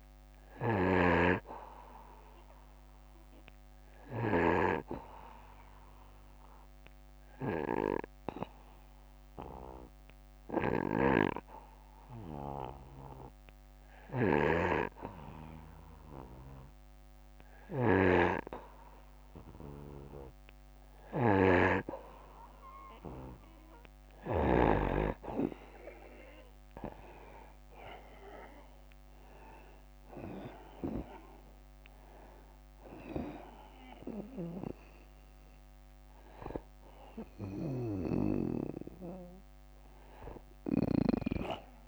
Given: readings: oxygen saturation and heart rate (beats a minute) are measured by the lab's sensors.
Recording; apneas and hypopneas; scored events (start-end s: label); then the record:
breathing in sleep by a microphone on the trachea; 1
0.00-24.00 s: snoring (device-marked)
4.00-17.50 s: obstructive apnea (oxygen 97% before, 89% lowest, heart rate 59 before, 58 extreme, up 4 after)
27.00-31.00 s: arousal
36.50-40.00 s: snoring (device-marked)
From the record:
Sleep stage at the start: N2 (light sleep); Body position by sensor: on the back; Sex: male